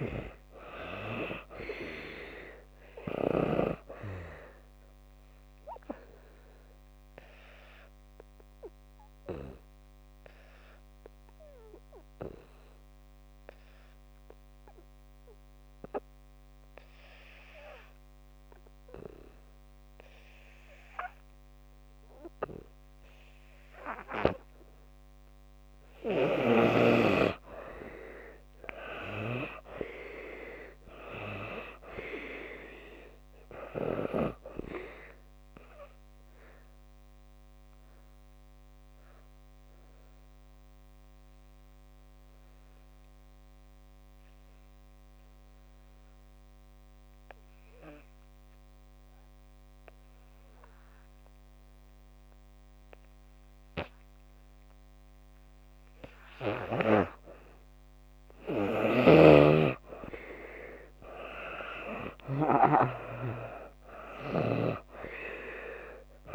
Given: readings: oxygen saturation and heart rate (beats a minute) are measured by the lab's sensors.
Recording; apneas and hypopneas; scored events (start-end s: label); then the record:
breathing in sleep by a microphone on the trachea; 2
0.00-25.00 s: oxygen desaturation (device-marked, oxygen 73% lowest)
5.00-24.50 s: obstructive apnea (oxygen 95% before, 73% lowest)
26.00-29.50 s: arousal
27.00-54.00 s: oxygen desaturation (device-marked, oxygen 96% before, 77% lowest)
34.50-56.50 s: obstructive apnea (oxygen 96% before, 74% lowest)
56.00-66.35 s: oxygen desaturation (device-marked, oxygen 95% before, 74% lowest)
58.50-61.50 s: arousal
From the record:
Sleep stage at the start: N2 (light sleep); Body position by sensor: on the back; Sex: female